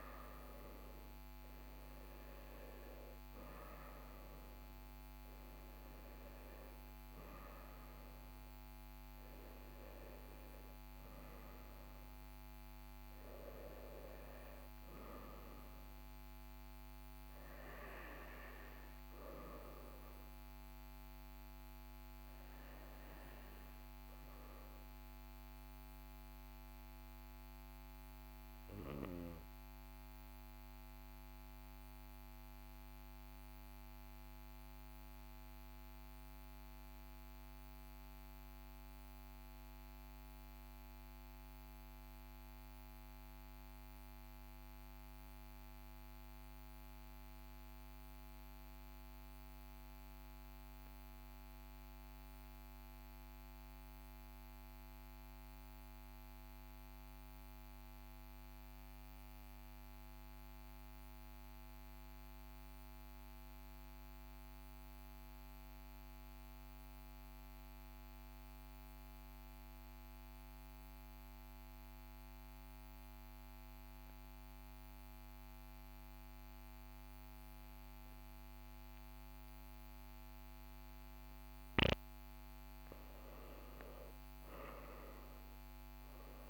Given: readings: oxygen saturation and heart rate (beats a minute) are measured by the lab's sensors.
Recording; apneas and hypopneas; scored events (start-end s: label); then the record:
breathing in sleep, hard to hear, by a microphone on the trachea; 1
0.00-4.50 s: arousal
0.00-32.00 s: oxygen desaturation (device-marked, oxygen 80% lowest, heart rate 43 extreme)
31.00-81.00 s: obstructive apnea (oxygen 95% before, 81% lowest, heart rate 46 before, 42 extreme, up 6 after)
58.00-86.50 s: oxygen desaturation (device-marked, oxygen 99% before, 81% lowest, heart rate 43 before, 42 extreme)
83.50-86.50 s: arousal
From the record:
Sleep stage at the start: REM sleep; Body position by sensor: on the right side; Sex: male